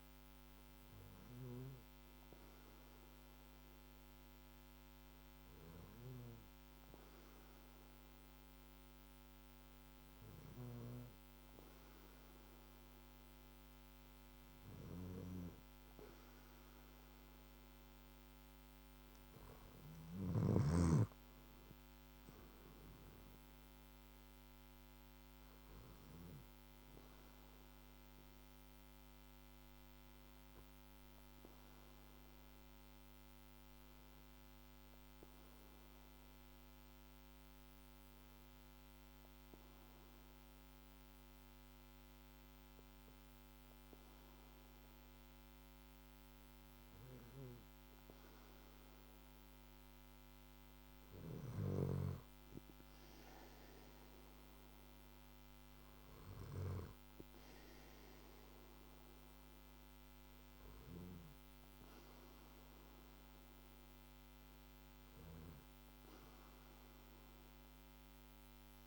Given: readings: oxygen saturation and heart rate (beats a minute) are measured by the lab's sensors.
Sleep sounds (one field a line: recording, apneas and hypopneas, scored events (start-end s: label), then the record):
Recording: breathing in sleep by a microphone on the trachea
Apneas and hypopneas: 1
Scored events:
31.00-45.00 s: obstructive apnea (oxygen 95% before, 93% lowest, heart rate 52 before, 46 extreme, up 6 after)
47.00-51.50 s: arousal
From the record:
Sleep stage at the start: N2 (light sleep)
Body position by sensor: on the back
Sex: male